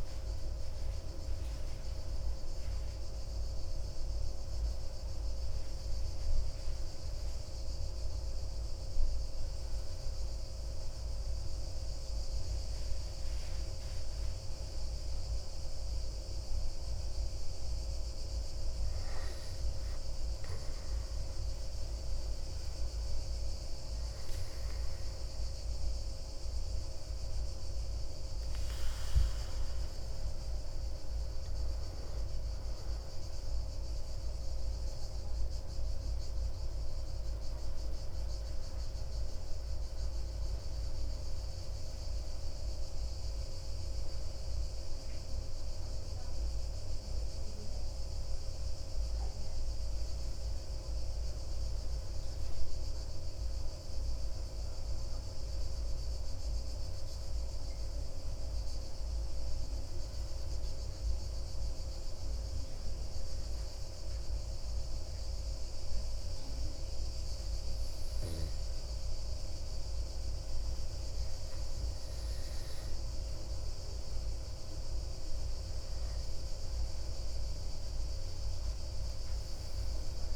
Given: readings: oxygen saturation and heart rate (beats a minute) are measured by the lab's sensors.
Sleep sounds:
breathing in sleep, hard to hear, by a room microphone; 2
5.00-17.00 s: mixed apnea (oxygen 97% before, 96% lowest)
20.00-23.50 s: arousal
56.00-71.50 s: obstructive apnea (oxygen 98% before, 94% lowest)
73.50-77.50 s: arousal
75.50-80.36 s: oxygen desaturation (device-marked, oxygen 98% before, 94% lowest)
From the record:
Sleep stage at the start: N2 (light sleep); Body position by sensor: on the back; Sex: male

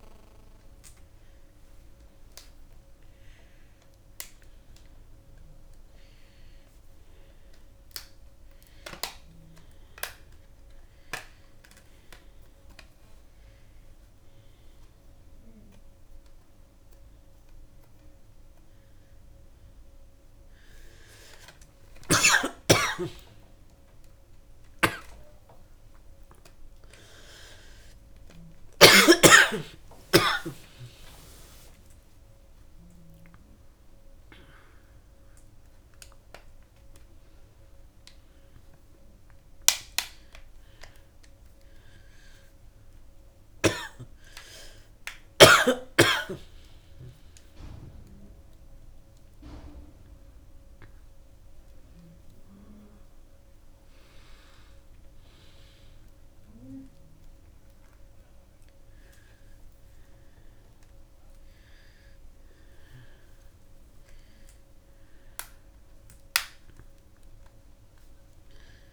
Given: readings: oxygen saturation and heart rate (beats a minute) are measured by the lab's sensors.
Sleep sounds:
a person awake in a sleep study, by a room microphone; none
21.50-29.00 s: snoring (device-marked)
From the record:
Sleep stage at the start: awake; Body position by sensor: on the back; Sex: female

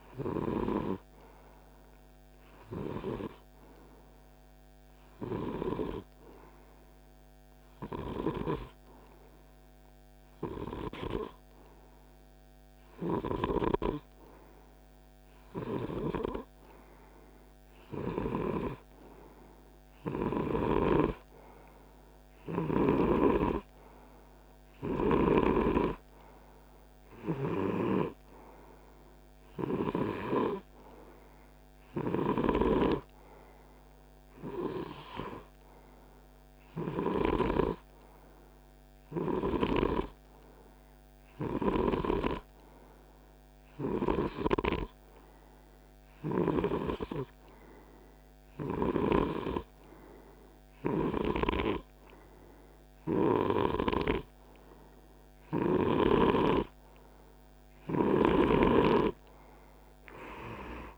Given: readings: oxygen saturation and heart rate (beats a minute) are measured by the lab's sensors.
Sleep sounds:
breathing in sleep by a microphone on the trachea; 2
2.50-16.50 s: hypopnea (oxygen 96% before, 95% lowest, heart rate 52 before, 48 extreme, up 3 after)
19.00-22.50 s: arousal
41.00-55.50 s: hypopnea (oxygen 97% before, 95% lowest, heart rate 51 before, 50 extreme, up 2 after)
From the record:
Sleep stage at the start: N2 (light sleep); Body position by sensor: on the right side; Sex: male

